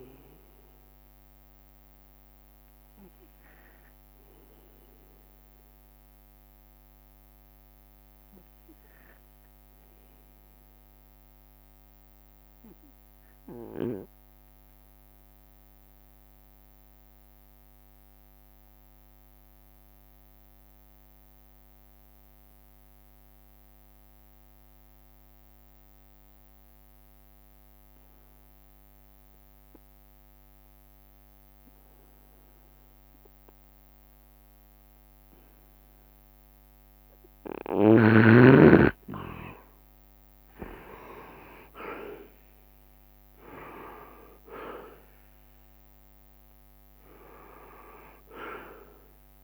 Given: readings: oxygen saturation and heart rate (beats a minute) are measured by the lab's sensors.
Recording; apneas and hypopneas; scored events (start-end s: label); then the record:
breathing in sleep by a microphone on the trachea; 1
0.00-14.50 s: oxygen desaturation (device-marked, oxygen 89% lowest, heart rate 60 extreme)
3.00-35.50 s: obstructive apnea (oxygen 96% before, 89% lowest, heart rate 74 before, 60 extreme, up 3 after)
33.50-49.44 s: oxygen desaturation (device-marked, oxygen 98% before, 90% lowest, heart rate 65 before, 63 extreme)
39.00-45.50 s: leg movement (device-marked)
39.50-43.00 s: arousal
39.50-49.44 s: drop in pulse transit time (device-marked, heart rate 66 before, 67 extreme)
47.00-48.50 s: leg movement (device-marked)
From the record:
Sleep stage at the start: N2 (light sleep); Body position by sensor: on the right side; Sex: male